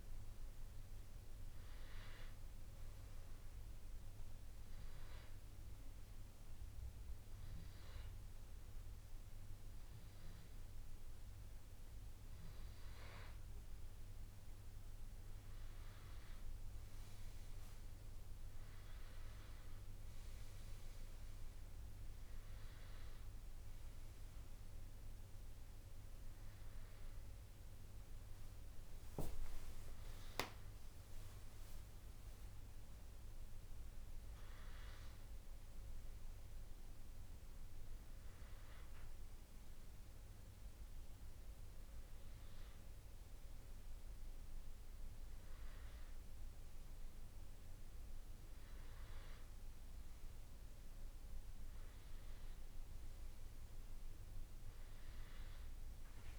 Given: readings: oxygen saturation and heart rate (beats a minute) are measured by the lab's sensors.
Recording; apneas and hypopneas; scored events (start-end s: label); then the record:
breathing in sleep, hard to hear, by a room microphone; 1
3.00-14.50 s: obstructive apnea (oxygen 97% before, 93% lowest, heart rate 86 before, 82 extreme, up 4 after)
16.00-20.00 s: arousal
17.50-36.50 s: oxygen desaturation (device-marked, oxygen 97% before, 93% lowest, heart rate 85 before, 83 extreme)
51.50-56.00 s: arousal
From the record:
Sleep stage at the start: N2 (light sleep); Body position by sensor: on the back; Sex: male